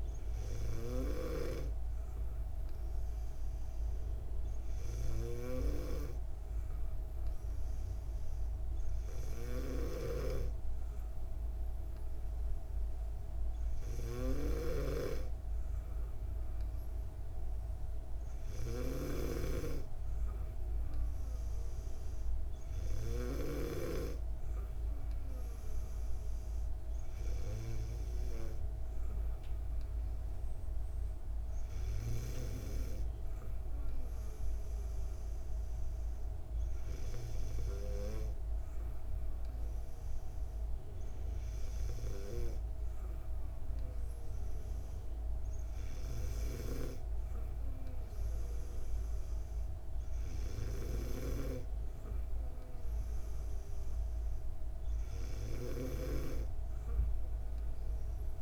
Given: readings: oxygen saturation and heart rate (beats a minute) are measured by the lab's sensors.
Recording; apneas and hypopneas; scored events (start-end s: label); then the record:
breathing in sleep by a room microphone; none
none scored
From the record:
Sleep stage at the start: N2 (light sleep); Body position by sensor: on the back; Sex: female